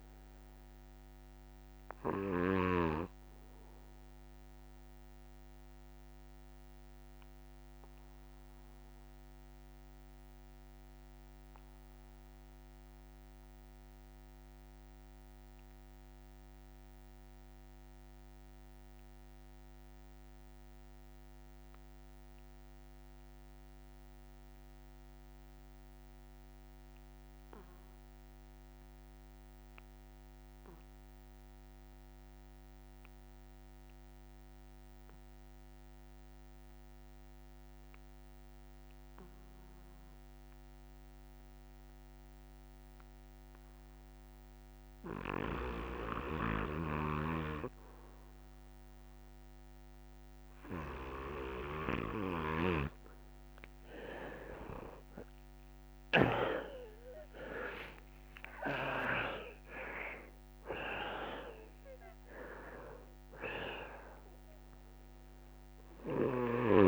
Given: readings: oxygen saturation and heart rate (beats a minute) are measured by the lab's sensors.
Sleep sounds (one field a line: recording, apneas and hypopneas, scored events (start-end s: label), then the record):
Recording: breathing in sleep by a microphone on the trachea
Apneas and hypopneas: 1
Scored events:
0.00-16.00 s: oxygen desaturation (device-marked, oxygen 82% lowest)
2.00-48.50 s: obstructive apnea (oxygen 97% before, 79% lowest)
22.00-66.88 s: new sleep stage, N3 (deep sleep)
35.00-66.88 s: oxygen desaturation (device-marked, oxygen 99% before, 79% lowest)
46.00-59.00 s: snoring (device-marked)
From the record:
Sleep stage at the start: N2 (light sleep)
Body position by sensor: on the back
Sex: male